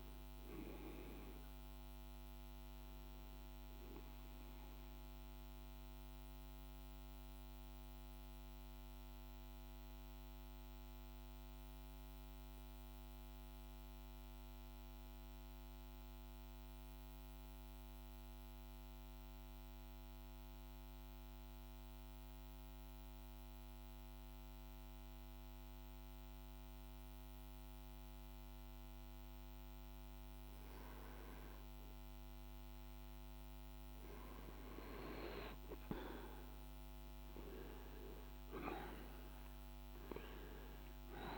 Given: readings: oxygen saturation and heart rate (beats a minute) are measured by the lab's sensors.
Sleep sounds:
breathing in sleep by a microphone on the trachea; 1
0.00-9.50 s: oxygen desaturation (device-marked, oxygen 91% lowest, heart rate 50 extreme)
3.50-33.00 s: mixed apnea (oxygen 98% before, 90% lowest, heart rate 55 before, 50 extreme, up 5 after)
28.50-41.38 s: oxygen desaturation (device-marked, oxygen 99% before, 90% lowest, heart rate 50 before, 48 extreme)
37.50-41.38 s: arousal
From the record:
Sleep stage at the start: N2 (light sleep); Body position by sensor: on the right side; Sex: male

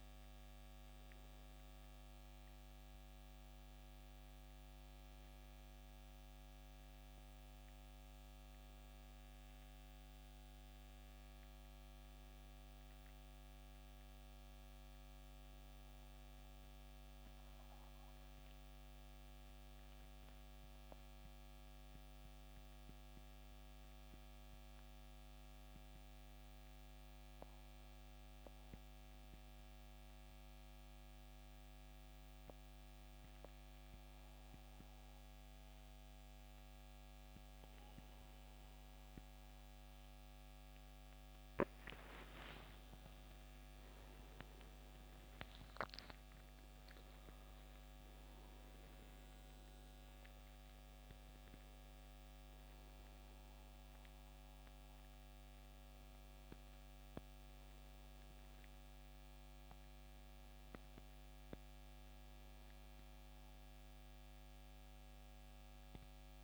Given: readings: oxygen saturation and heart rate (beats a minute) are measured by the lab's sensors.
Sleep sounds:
breathing in sleep, hard to hear, by a microphone on the trachea; 1
0.00-18.00 s: oxygen desaturation (device-marked, oxygen 88% lowest, heart rate 64 extreme)
9.50-12.50 s: arousal
15.50-40.00 s: mixed apnea (oxygen 93% before, 83% lowest, heart rate 73 before, 64 extreme, up 12 after)
33.00-66.44 s: oxygen desaturation (device-marked, oxygen 96% before, 83% lowest, heart rate 66 before, 63 extreme)
42.00-46.00 s: arousal
From the record:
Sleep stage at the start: N2 (light sleep); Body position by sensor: on the back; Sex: male

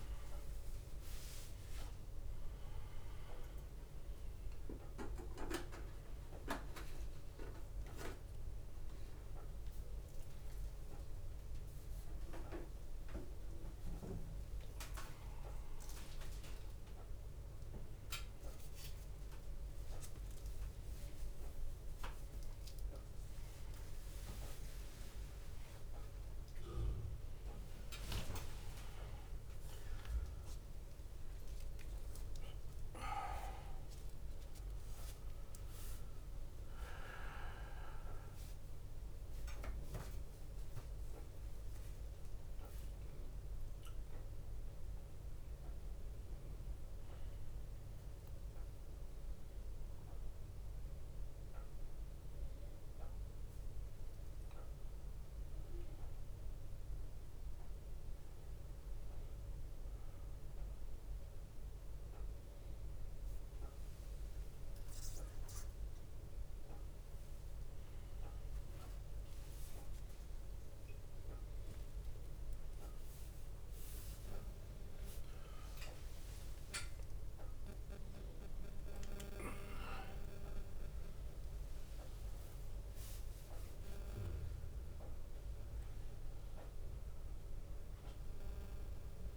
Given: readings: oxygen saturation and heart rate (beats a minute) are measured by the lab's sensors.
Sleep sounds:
a person awake in a sleep study, by a room microphone; none
0.50-2.50 s: long interval between heartbeats (device-marked, heart rate 74 before, 86 extreme)
4.50 s: drop in pulse transit time (device-marked)
6.00-8.00 s: long interval between heartbeats (device-marked, heart rate 78 before, 84 extreme)
7.50-9.50 s: tachycardia (device-marked, heart rate 68 before, 87 extreme)
10.00-12.00 s: long interval between heartbeats (device-marked, heart rate 80 before, 92 extreme)
11.50-22.50 s: tachycardia (device-marked, heart rate 68 before, 129 extreme)
15.00-17.00 s: long interval between heartbeats (device-marked, heart rate 86 before, 107 extreme)
15.50-48.50 s: drop in pulse transit time (device-marked)
19.50-21.50 s: long interval between heartbeats (device-marked, heart rate 97 before, 127 extreme)
22.50-41.50 s: bradycardia (device-marked)
26.50-28.50 s: long interval between heartbeats (device-marked)
29.00-31.00 s: long interval between heartbeats (device-marked, heart rate 98 before, 26 extreme)
39.50-41.50 s: long interval between heartbeats (device-marked, heart rate 55 before, 25 extreme)
47.50-49.50 s: long interval between heartbeats (device-marked, heart rate 35 before, 84 extreme)
65.50-67.50 s: long interval between heartbeats (device-marked, heart rate 75 before, 92 extreme)
65.50-74.50 s: tachycardia (device-marked, heart rate 69 before, 156 extreme)
67.50-69.50 s: drop in pulse transit time (device-marked, heart rate 77 before, 97 extreme)
68.50-70.50 s: long interval between heartbeats (device-marked, heart rate 78 before, 114 extreme)
70.50-72.50 s: long interval between heartbeats (device-marked, heart rate 82 before, 145 extreme)
73.50-75.50 s: long interval between heartbeats (device-marked, heart rate 91 before, 138 extreme)
77.00-79.00 s: long interval between heartbeats (device-marked, heart rate 101 before, 99 extreme)
83.50-89.37 s: drop in pulse transit time (device-marked, heart rate 109 before, 68 extreme)
From the record:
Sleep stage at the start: awake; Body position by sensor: upright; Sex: male

